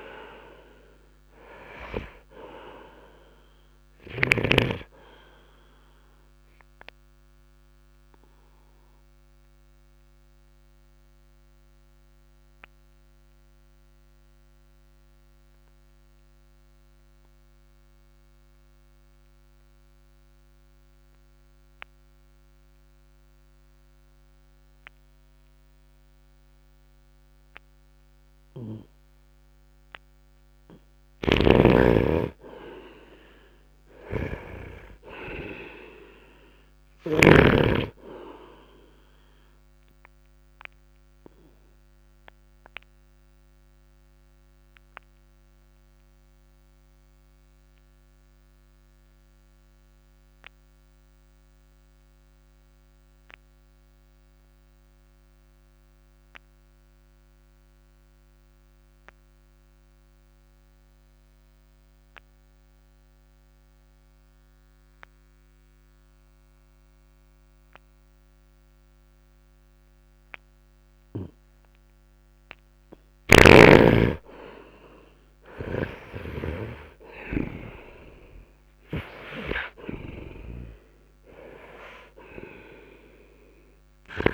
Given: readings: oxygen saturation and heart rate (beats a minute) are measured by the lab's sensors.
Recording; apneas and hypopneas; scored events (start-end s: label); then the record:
breathing in sleep by a microphone on the trachea; 2
0.00-24.00 s: oxygen desaturation (device-marked, oxygen 72% lowest, heart rate 51 extreme)
6.00-30.00 s: obstructive apnea (oxygen 99% before, 72% lowest, heart rate 56 before, 59 extreme, up 0 after)
31.00-37.50 s: snoring (device-marked)
32.00-36.00 s: arousal
37.00-62.00 s: oxygen desaturation (device-marked, oxygen 97% before, 77% lowest, heart rate 65 before, 50 extreme)
42.00-73.00 s: obstructive apnea (oxygen 97% before, 75% lowest, heart rate 63 before, 50 extreme, up 11 after)
67.00-84.34 s: oxygen desaturation (device-marked, oxygen 96% before, 75% lowest, heart rate 63 before, 51 extreme)
75.00-79.50 s: arousal
75.50-84.34 s: snoring (device-marked)
From the record:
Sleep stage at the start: N2 (light sleep); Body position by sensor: on the right side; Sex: male